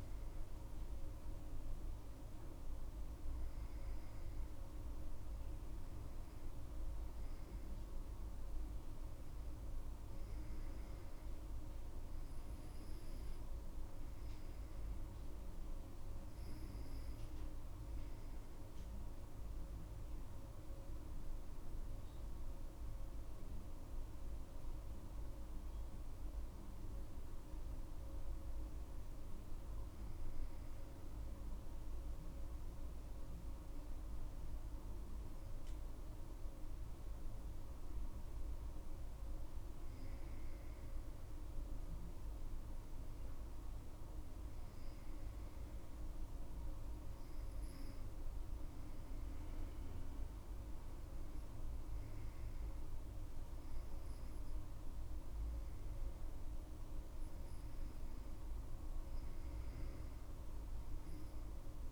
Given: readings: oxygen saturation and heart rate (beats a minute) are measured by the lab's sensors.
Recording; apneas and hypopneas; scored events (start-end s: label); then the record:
breathing in sleep, hard to hear, by a room microphone; none
19.00-24.00 s: arousal
From the record:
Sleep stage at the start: N2 (light sleep); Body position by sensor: on the back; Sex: female